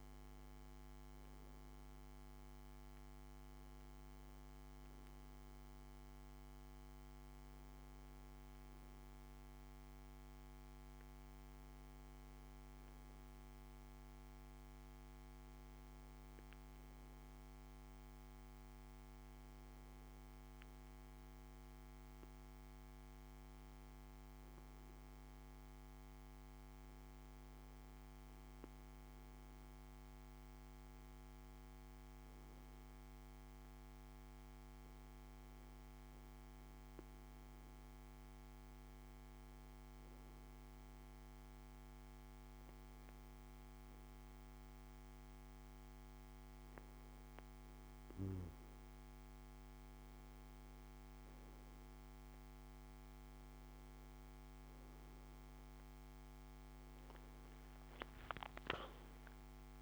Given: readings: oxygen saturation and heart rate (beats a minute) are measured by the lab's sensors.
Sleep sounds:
breathing in sleep, hard to hear, by a microphone on the trachea; none
none scored
From the record:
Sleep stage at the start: N2 (light sleep); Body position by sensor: on the back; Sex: male

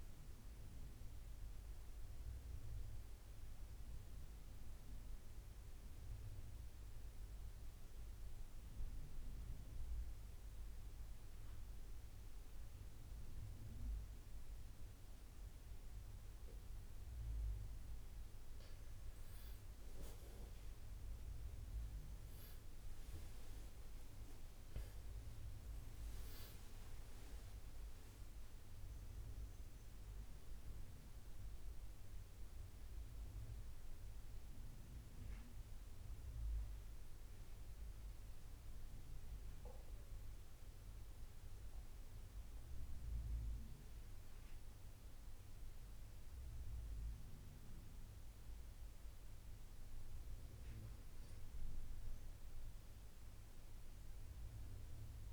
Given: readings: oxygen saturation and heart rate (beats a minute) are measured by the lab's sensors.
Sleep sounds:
breathing in sleep, hard to hear, by a room microphone; 2
0.00-14.50 s: oxygen desaturation (device-marked, oxygen 93% lowest, heart rate 62 extreme)
1.50-17.00 s: obstructive apnea (oxygen 97% before, 93% lowest, heart rate 83 before, 62 extreme, up 17 after)
20.00-26.00 s: arousal
28.50-46.50 s: oxygen desaturation (device-marked, oxygen 97% before, 93% lowest, heart rate 81 before, 62 extreme)
32.50-49.50 s: obstructive apnea (oxygen 97% before, 92% lowest, heart rate 84 before, 62 extreme, up 12 after)
51.00-55.33 s: arousal
From the record:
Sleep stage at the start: N2 (light sleep); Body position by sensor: on the right side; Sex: male

